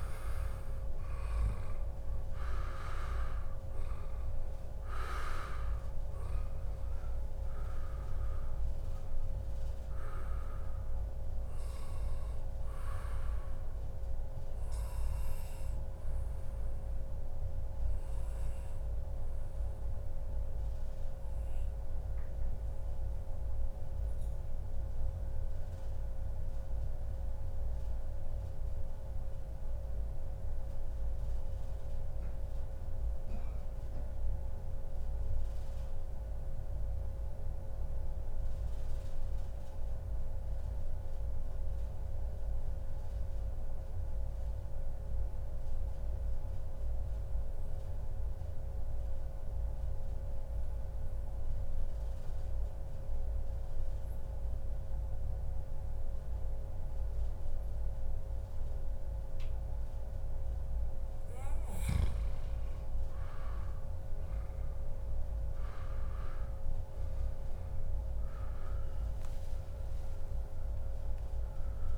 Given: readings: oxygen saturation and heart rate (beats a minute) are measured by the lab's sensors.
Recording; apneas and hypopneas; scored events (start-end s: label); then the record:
breathing in sleep, hard to hear, by a room microphone; 1
0.00-1.00 s: arousal
0.00-22.50 s: oxygen desaturation (device-marked, oxygen 93% lowest, heart rate 97 extreme)
14.00-60.00 s: obstructive apnea (oxygen 98% before, 93% lowest, heart rate 128 before, 97 extreme, up 0 after)
32.50-34.50 s: long interval between heartbeats (device-marked, heart rate 142 before, 125 extreme)
37.00-39.00 s: long interval between heartbeats (device-marked, heart rate 139 before, 101 extreme)
39.50-41.50 s: long interval between heartbeats (device-marked, heart rate 133 before, 101 extreme)
51.50-71.98 s: oxygen desaturation (device-marked, oxygen 99% before, 93% lowest, heart rate 118 before, 139 extreme)
65.00-68.50 s: arousal
From the record:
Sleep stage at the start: N2 (light sleep); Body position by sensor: on the back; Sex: male